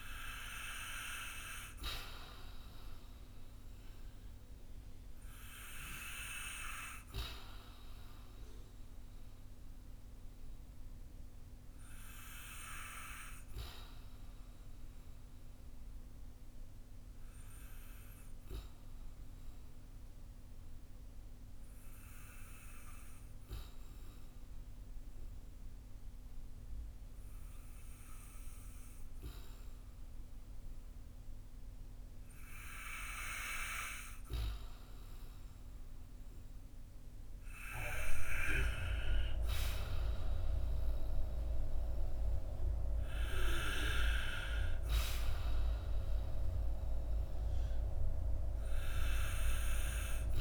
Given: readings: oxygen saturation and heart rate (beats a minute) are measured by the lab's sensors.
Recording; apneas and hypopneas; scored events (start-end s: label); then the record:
breathing in sleep by a room microphone; 1
0.00-1.50 s: arousal
14.50-33.50 s: obstructive apnea (oxygen 94% before, 91% lowest, heart rate 50 before, 39 extreme, up 8 after)
36.50-41.50 s: arousal
From the record:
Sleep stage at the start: N2 (light sleep); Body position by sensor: on the back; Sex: male